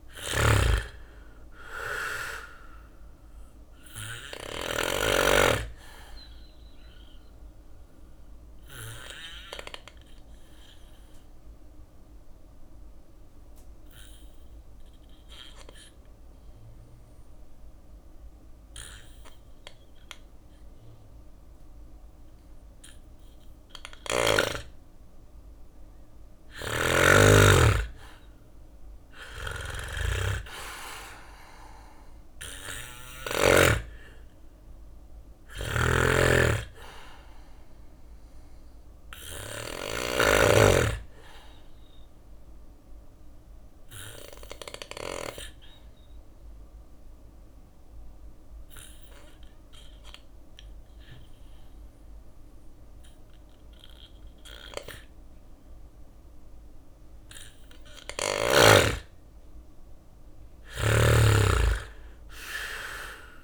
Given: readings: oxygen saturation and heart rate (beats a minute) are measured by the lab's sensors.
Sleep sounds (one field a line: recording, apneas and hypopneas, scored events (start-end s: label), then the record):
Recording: breathing in sleep by a room microphone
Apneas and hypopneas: 2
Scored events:
0.00-4.00 s: snoring (device-marked)
0.00-6.50 s: drop in pulse transit time (device-marked, heart rate 59 extreme)
1.50-21.50 s: oxygen desaturation (device-marked, oxygen 98% before, 91% lowest, heart rate 60 before, 58 extreme)
3.50-5.50 s: bradycardia (device-marked, heart rate 61 before, 61 extreme)
6.00-23.50 s: obstructive apnea (oxygen 99% before, 91% lowest, heart rate 61 before, 59 extreme, up 4 after)
6.50-9.50 s: bradycardia (device-marked, heart rate 61 before, 58 extreme)
25.50-32.50 s: snoring (device-marked)
27.00-31.50 s: arousal
33.50-50.50 s: oxygen desaturation (device-marked, oxygen 99% before, 92% lowest, heart rate 61 before, 59 extreme)
34.50-39.00 s: snoring (device-marked)
41.00-55.50 s: obstructive apnea (oxygen 99% before, 91% lowest, heart rate 62 before, 57 extreme, up 5 after)
51.50-55.50 s: bradycardia (device-marked, heart rate 61 before, 59 extreme)
58.00-62.50 s: arousal
59.50-63.44 s: drop in pulse transit time (device-marked, heart rate 60 before, 60 extreme)
59.50-63.44 s: snoring (device-marked)
From the record:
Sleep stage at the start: N2 (light sleep)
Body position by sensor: on the back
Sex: male